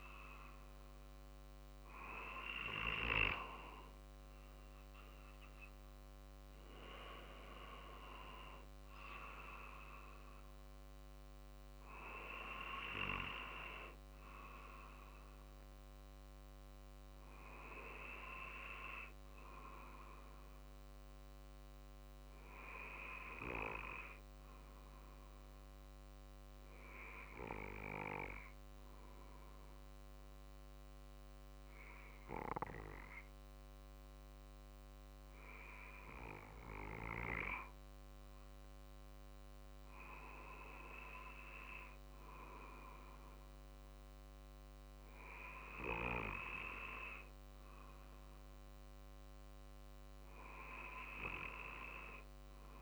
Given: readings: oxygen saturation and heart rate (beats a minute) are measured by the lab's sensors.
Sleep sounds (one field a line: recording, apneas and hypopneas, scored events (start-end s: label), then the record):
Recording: breathing in sleep by a microphone on the trachea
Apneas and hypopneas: 1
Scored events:
0.00-22.00 s: drop in pulse transit time (device-marked, heart rate 46 extreme)
23.50-38.00 s: obstructive apnea (oxygen 96% before, 92% lowest, heart rate 48 before, 46 extreme, up 2 after)
33.00-52.82 s: oxygen desaturation (device-marked, oxygen 96% before, 92% lowest, heart rate 47 before, 46 extreme)
40.50-45.50 s: arousal
From the record:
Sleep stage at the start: N2 (light sleep)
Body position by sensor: on the back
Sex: male